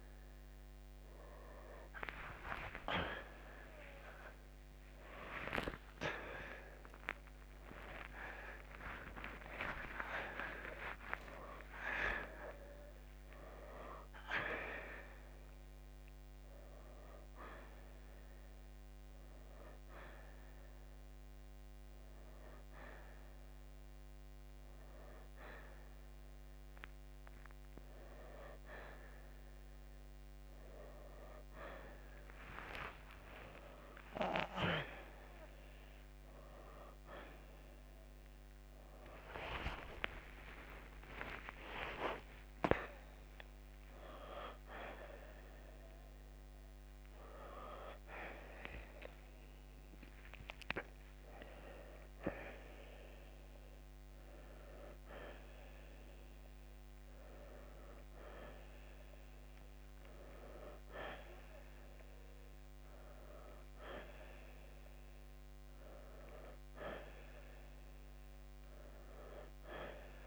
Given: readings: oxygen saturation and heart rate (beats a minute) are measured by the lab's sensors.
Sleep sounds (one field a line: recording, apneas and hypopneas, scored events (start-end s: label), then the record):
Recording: breathing in sleep by a microphone on the trachea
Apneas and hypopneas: none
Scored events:
5.50-11.00 s: arousal
39.00-44.00 s: arousal
46.50-63.50 s: oxygen desaturation (device-marked, oxygen 92% before, 89% lowest, heart rate 78 before, 70 extreme)
From the record:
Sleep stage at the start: N1 (lightest sleep)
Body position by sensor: on the right side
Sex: male